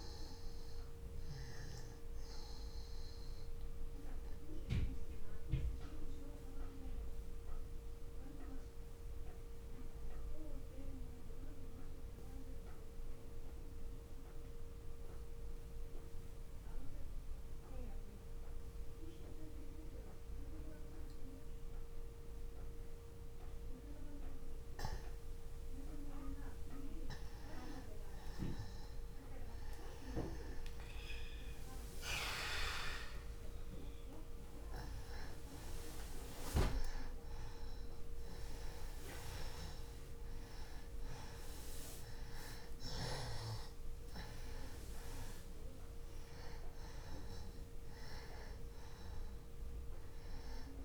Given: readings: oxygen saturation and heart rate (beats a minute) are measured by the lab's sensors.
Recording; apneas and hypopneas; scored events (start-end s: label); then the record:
breathing in sleep by a room microphone; 1
0.00-7.50 s: oxygen desaturation (device-marked, oxygen 92% lowest)
4.50-23.00 s: obstructive apnea (oxygen 96% before, 85% lowest)
26.00-30.50 s: arousal
36.50-50.85 s: oxygen desaturation (device-marked, oxygen 96% before, 85% lowest)
From the record:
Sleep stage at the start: N2 (light sleep); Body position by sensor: on the back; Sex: male